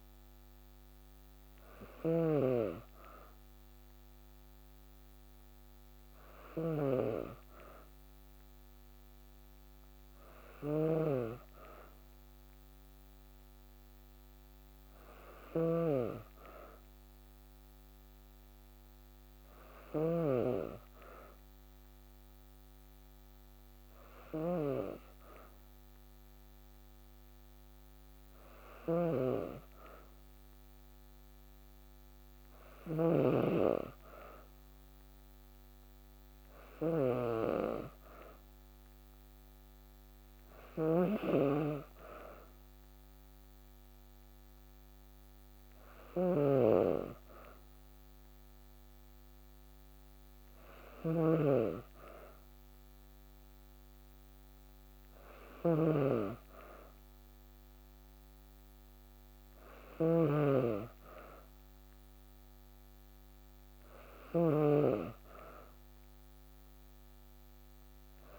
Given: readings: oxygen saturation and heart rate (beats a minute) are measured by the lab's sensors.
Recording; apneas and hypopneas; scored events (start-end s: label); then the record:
breathing in sleep by a microphone on the trachea; none
0.00-68.39 s: snoring (device-marked)
From the record:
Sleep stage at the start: N2 (light sleep); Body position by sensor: on the back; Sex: female